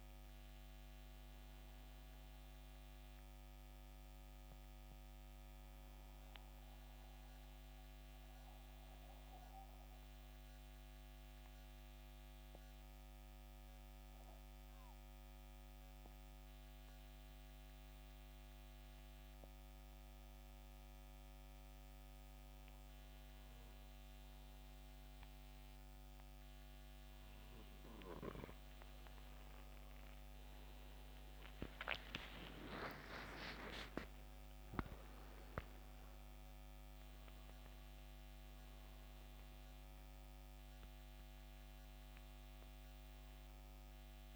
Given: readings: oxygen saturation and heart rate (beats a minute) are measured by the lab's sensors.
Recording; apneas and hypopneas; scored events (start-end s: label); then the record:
breathing in sleep by a microphone on the trachea; 1
0.00-21.00 s: oxygen desaturation (device-marked, oxygen 89% lowest, heart rate 66 extreme)
5.00-28.50 s: mixed apnea (oxygen 97% before, 88% lowest, heart rate 73 before, 66 extreme, up 17 after)
29.00-32.50 s: arousal
29.00-44.36 s: new sleep stage, N1 (lightest sleep)
38.00-44.36 s: oxygen desaturation (device-marked, oxygen 94% before, 88% lowest, heart rate 71 before, 67 extreme)
From the record:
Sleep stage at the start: N2 (light sleep); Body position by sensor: on the back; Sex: male